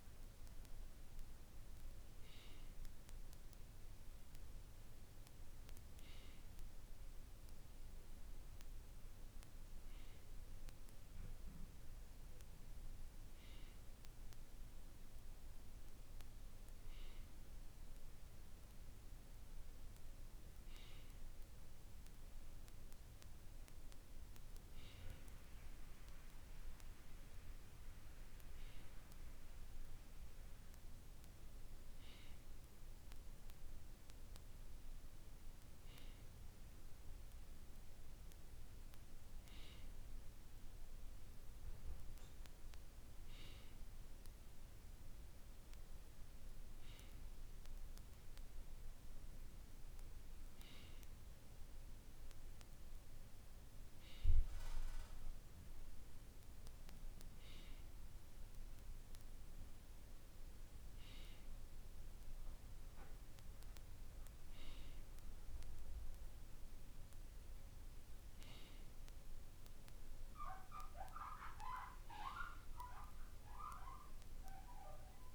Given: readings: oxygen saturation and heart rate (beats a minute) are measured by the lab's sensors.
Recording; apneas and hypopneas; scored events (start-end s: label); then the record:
breathing in sleep by a room microphone; none
none scored
From the record:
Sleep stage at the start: N2 (light sleep); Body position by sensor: on the right side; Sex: male